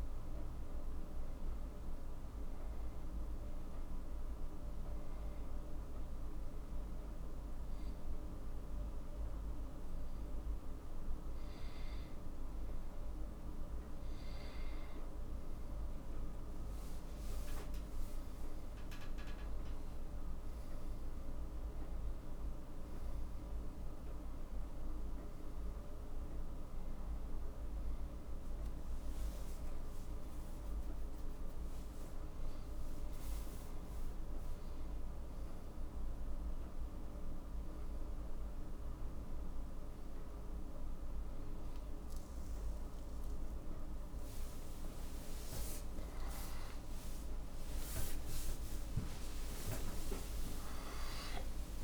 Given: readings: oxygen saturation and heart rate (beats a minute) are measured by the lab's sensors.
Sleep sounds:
a person awake in a sleep study, hard to hear, by a room microphone; 1
4.00-14.50 s: obstructive apnea (oxygen 93% before, 90% lowest, heart rate 59 before, 55 extreme, up 7 after)
16.50-51.84 s: new sleep stage, awake
20.50-32.50 s: oxygen desaturation (device-marked, oxygen 93% before, 90% lowest, heart rate 57 before, 59 extreme)
From the record:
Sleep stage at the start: N2 (light sleep); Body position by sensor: on the back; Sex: male

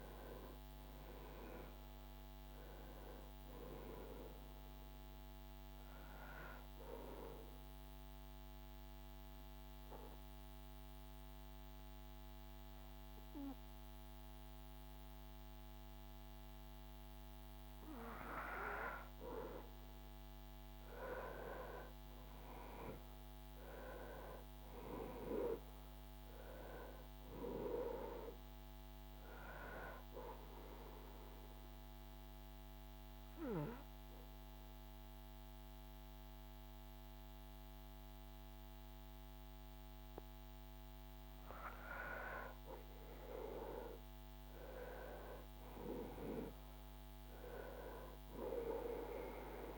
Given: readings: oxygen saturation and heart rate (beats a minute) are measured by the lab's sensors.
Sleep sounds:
breathing in sleep by a microphone on the trachea; 2
1.00-18.00 s: oxygen desaturation (device-marked, oxygen 98% before, 94% lowest, heart rate 72 before, 68 extreme)
6.00-16.50 s: obstructive apnea (oxygen 98% before, 94% lowest, heart rate 73 before, 69 extreme, up 11 after)
20.00-25.00 s: arousal
26.00-42.00 s: oxygen desaturation (device-marked, oxygen 98% before, 94% lowest, heart rate 73 before, 69 extreme)
29.50-39.50 s: obstructive apnea (oxygen 98% before, 94% lowest, heart rate 74 before, 69 extreme, up 7 after)
42.50-47.50 s: arousal
From the record:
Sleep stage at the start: REM sleep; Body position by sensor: on the back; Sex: male

